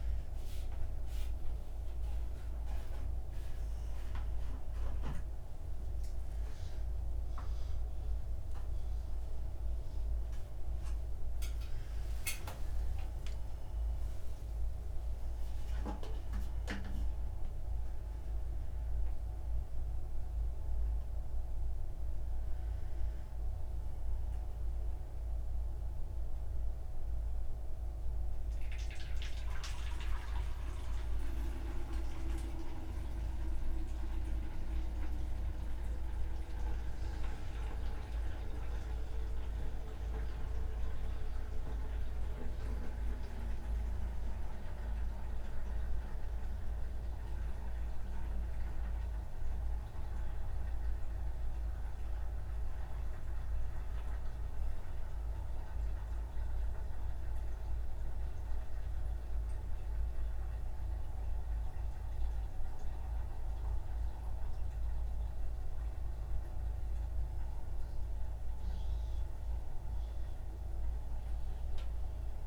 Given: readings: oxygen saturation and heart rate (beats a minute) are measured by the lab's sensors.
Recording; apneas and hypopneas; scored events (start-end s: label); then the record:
a person awake in a sleep study, by a room microphone; none
none scored
From the record:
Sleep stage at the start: awake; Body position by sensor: upright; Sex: male